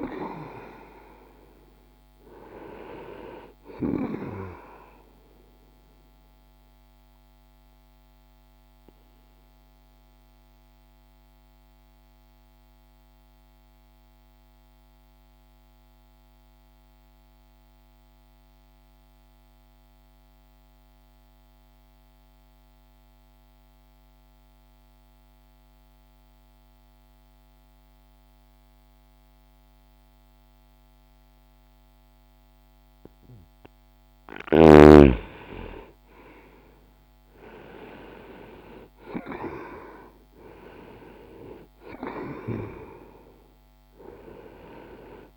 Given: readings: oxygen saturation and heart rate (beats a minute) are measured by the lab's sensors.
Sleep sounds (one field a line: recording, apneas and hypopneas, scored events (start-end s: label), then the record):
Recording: breathing in sleep by a microphone on the trachea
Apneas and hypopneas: 1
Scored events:
0.00-8.00 s: oxygen desaturation (device-marked, oxygen 91% lowest, heart rate 47 extreme)
5.50-33.50 s: obstructive apnea (oxygen 97% before, 85% lowest)
16.00-28.00 s: oxygen desaturation (device-marked, oxygen 92% before, 87% lowest)
37.00-41.50 s: arousal
43.00-45.37 s: oxygen desaturation (device-marked, oxygen 97% before, 93% lowest)
From the record:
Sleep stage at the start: N2 (light sleep)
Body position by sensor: on the back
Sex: male